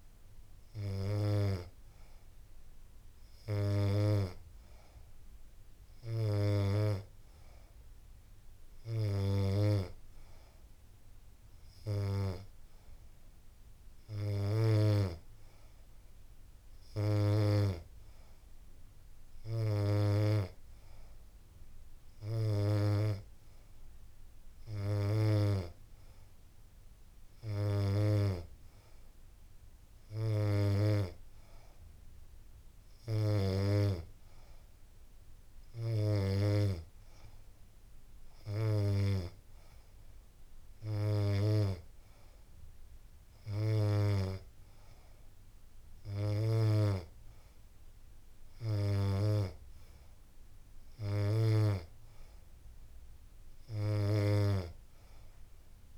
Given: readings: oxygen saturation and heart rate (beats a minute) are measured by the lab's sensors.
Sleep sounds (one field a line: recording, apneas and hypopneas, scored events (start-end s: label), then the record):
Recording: breathing in sleep by a room microphone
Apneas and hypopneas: none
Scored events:
none scored
From the record:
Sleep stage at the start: N2 (light sleep)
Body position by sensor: on the back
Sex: female